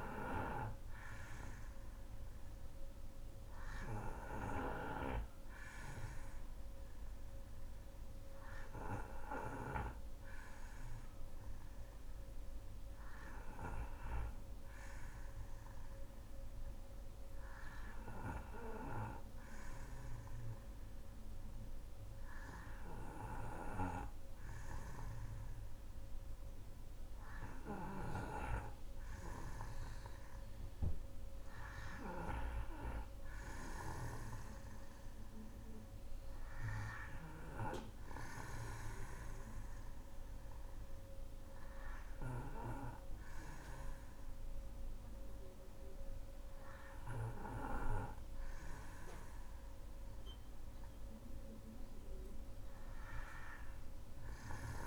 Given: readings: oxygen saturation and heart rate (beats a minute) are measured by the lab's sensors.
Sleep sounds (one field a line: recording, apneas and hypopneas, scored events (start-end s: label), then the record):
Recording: breathing in sleep by a room microphone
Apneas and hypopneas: none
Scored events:
0.00-1.50 s: arousal
0.50-17.50 s: oxygen desaturation (device-marked, oxygen 98% before, 92% lowest, heart rate 61 before, 61 extreme)
30.50-51.50 s: oxygen desaturation (device-marked, oxygen 94% before, 91% lowest, heart rate 62 before, 59 extreme)
From the record:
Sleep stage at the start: N2 (light sleep)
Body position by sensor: on the back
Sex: female